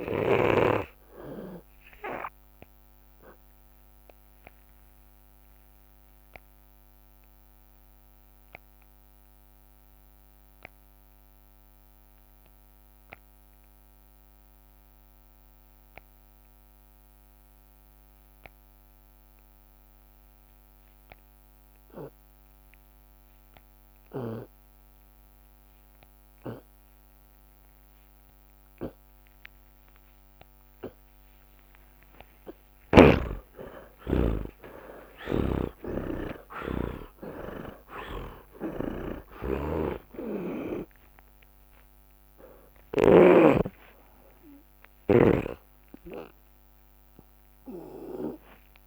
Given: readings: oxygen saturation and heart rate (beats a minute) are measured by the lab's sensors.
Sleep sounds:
breathing in sleep by a microphone on the trachea; 1
0.00-22.00 s: oxygen desaturation (device-marked, oxygen 82% lowest)
9.00-30.00 s: obstructive apnea (oxygen 91% before, 79% lowest)
29.00-38.00 s: tachycardia (device-marked, heart rate 48 before, 188 extreme)
32.50-34.50 s: long interval between heartbeats (device-marked, heart rate 40 before, 128 extreme)
33.50-38.50 s: arousal
34.50-36.50 s: long interval between heartbeats (device-marked, heart rate 48 before, 133 extreme)
35.00-43.00 s: snoring (device-marked)
40.00-42.00 s: drop in pulse transit time (device-marked)
43.00-48.87 s: oxygen desaturation (device-marked, oxygen 89% before, 79% lowest)
47.00-48.87 s: long interval between heartbeats (device-marked, heart rate 66 before, 28 extreme)
From the record:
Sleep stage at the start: N2 (light sleep); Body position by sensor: on the back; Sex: male

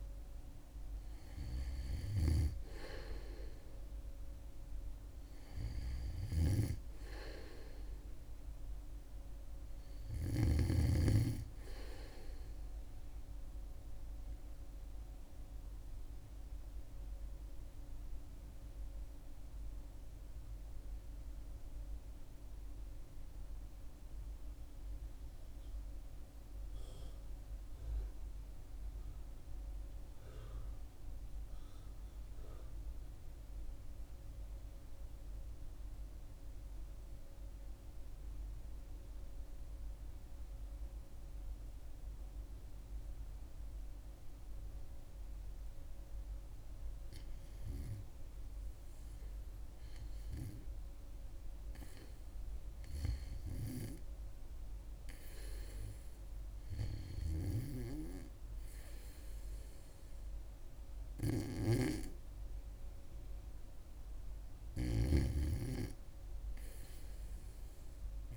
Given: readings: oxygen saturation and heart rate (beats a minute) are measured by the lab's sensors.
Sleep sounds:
breathing in sleep by a room microphone; 1
13.50-46.50 s: obstructive apnea (oxygen 98% before, 91% lowest, heart rate 73 before, 62 extreme, up 3 after)
40.50-54.50 s: oxygen desaturation (device-marked, oxygen 98% before, 94% lowest, heart rate 70 before, 62 extreme)
47.50-51.50 s: arousal
61.50-68.37 s: oxygen desaturation (device-marked, oxygen 95% before, 91% lowest, heart rate 68 before, 69 extreme)
From the record:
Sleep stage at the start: REM sleep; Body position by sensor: on the back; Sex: female

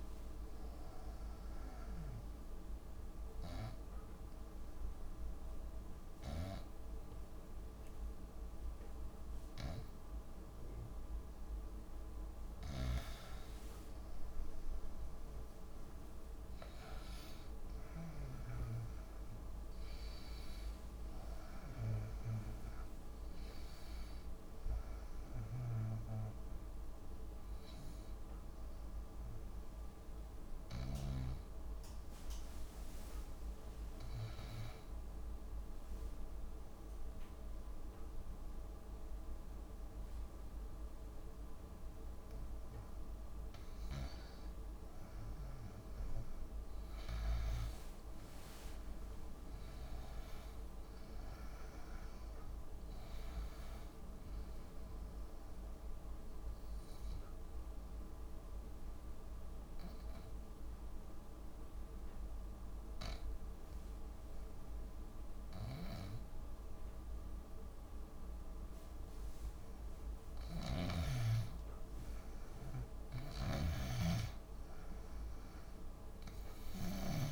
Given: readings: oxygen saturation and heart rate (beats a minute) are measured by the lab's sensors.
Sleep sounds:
breathing in sleep by a room microphone; 3
2.00-13.00 s: obstructive apnea (oxygen 94% before, 89% lowest)
3.50-16.50 s: oxygen desaturation (device-marked, oxygen 94% before, 89% lowest)
17.50-22.00 s: arousal
27.50-43.50 s: hypopnea (oxygen 96% before, 89% lowest)
46.00-50.00 s: arousal
47.50-66.50 s: oxygen desaturation (device-marked, oxygen 96% before, 89% lowest)
57.00-70.50 s: obstructive apnea (oxygen 96% before, 89% lowest)
72.50-75.50 s: arousal
From the record:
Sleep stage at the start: N2 (light sleep); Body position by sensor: on the back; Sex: female

